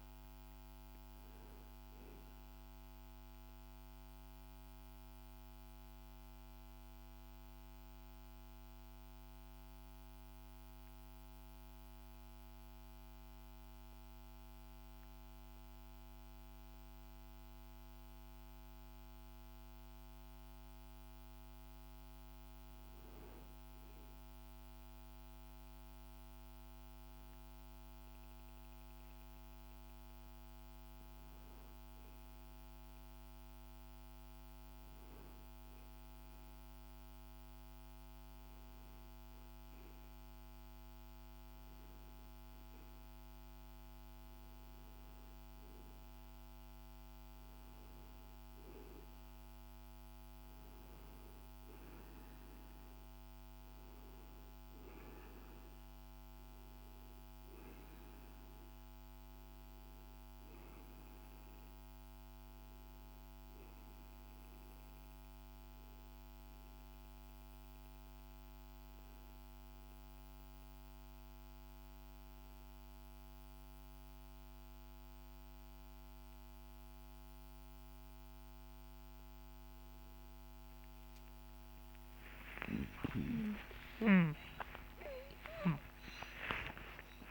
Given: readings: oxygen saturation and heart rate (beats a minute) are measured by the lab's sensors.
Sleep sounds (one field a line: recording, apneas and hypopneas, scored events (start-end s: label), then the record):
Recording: breathing in sleep, hard to hear, by a microphone on the trachea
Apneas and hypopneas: 2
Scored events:
0.00-7.50 s: oxygen desaturation (device-marked, oxygen 86% lowest, heart rate 52 extreme)
3.00-20.00 s: central apnea (oxygen 97% before, 89% lowest, heart rate 99 before, 53 extreme, up 1 after)
5.50-87.31 s: new sleep stage, N1 (lightest sleep)
22.00-25.50 s: arousal
28.50-66.50 s: oxygen desaturation (device-marked, oxygen 99% before, 91% lowest, heart rate 55 before, 53 extreme)
60.00-82.00 s: obstructive apnea (oxygen 97% before, 91% lowest, heart rate 55 before, 54 extreme, up 57 after)
83.50-87.31 s: arousal
From the record:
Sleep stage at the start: N2 (light sleep)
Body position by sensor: on the back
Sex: male